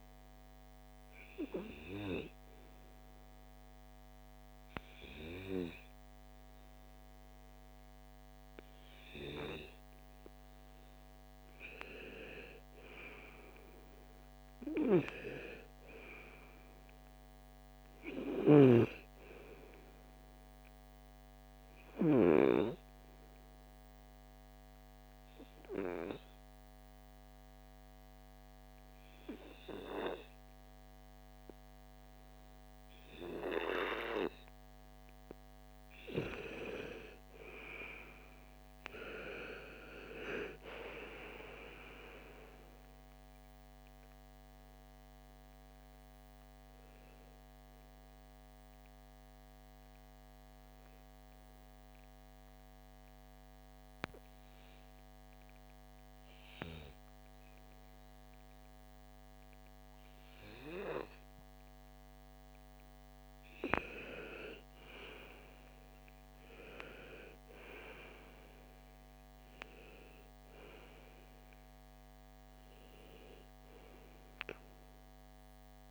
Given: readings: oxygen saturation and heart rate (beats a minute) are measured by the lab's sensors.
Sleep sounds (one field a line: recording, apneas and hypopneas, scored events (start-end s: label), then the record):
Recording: breathing in sleep by a microphone on the trachea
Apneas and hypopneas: 3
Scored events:
0.00-7.50 s: oxygen desaturation (device-marked, oxygen 94% lowest, heart rate 57 extreme)
2.00-12.00 s: obstructive apnea (oxygen 98% before, 90% lowest, heart rate 61 before, 48 extreme, up 6 after)
13.50-17.50 s: arousal
18.50-31.50 s: oxygen desaturation (device-marked, oxygen 96% before, 93% lowest, heart rate 61 before, 48 extreme)
24.00-36.00 s: obstructive apnea (oxygen 97% before, 90% lowest, heart rate 61 before, 48 extreme, up 22 after)
38.00-42.00 s: arousal
40.50-61.50 s: oxygen desaturation (device-marked, oxygen 97% before, 90% lowest, heart rate 57 before, 54 extreme)
52.00-66.50 s: obstructive apnea (oxygen 97% before, 91% lowest, heart rate 60 before, 54 extreme, up 10 after)
68.00-71.50 s: arousal
68.50-75.91 s: oxygen desaturation (device-marked, oxygen 99% before, 92% lowest, heart rate 59 before, 54 extreme)
From the record:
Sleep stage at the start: N2 (light sleep)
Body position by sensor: on the front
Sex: female